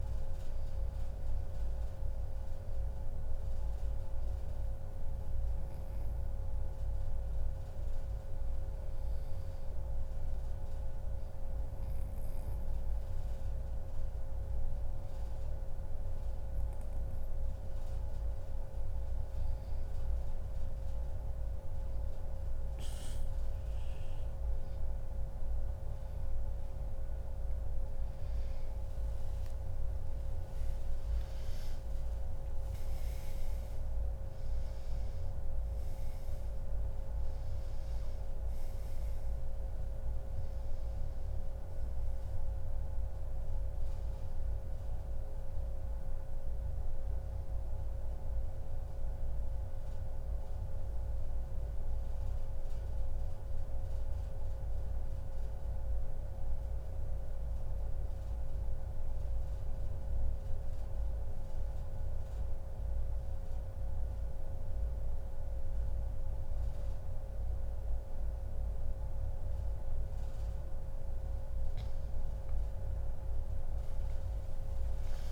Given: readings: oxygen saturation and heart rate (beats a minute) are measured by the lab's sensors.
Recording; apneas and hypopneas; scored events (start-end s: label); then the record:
breathing in sleep, hard to hear, by a room microphone; 1
11.50-13.50 s: long interval between heartbeats (device-marked, heart rate 134 before, 122 extreme)
14.50-16.50 s: long interval between heartbeats (device-marked, heart rate 132 before, 112 extreme)
20.00-22.00 s: long interval between heartbeats (device-marked, heart rate 125 before, 103 extreme)
25.00-29.50 s: arousal
36.50-58.50 s: oxygen desaturation (device-marked, oxygen 96% before, 93% lowest, heart rate 123 before, 81 extreme)
54.00-69.00 s: central apnea (oxygen 96% before, 94% lowest, heart rate 126 before, 107 extreme, up 9 after)
71.50-75.32 s: arousal
From the record:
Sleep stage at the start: N2 (light sleep); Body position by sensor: on the back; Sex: male